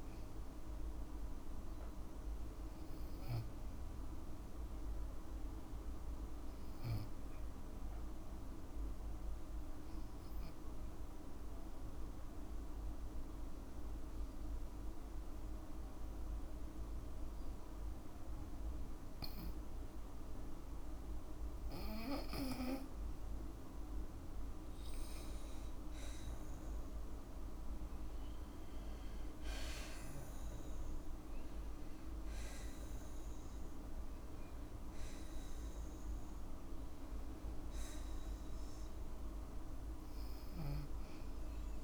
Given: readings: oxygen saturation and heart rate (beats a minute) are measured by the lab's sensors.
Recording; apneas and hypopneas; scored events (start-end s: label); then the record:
breathing in sleep, hard to hear, by a room microphone; 1
11.00-23.00 s: obstructive apnea (oxygen 95% before, 93% lowest, heart rate 54 before, 53 extreme, up 3 after)
28.00-32.00 s: arousal
From the record:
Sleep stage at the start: N2 (light sleep); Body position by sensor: on the back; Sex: female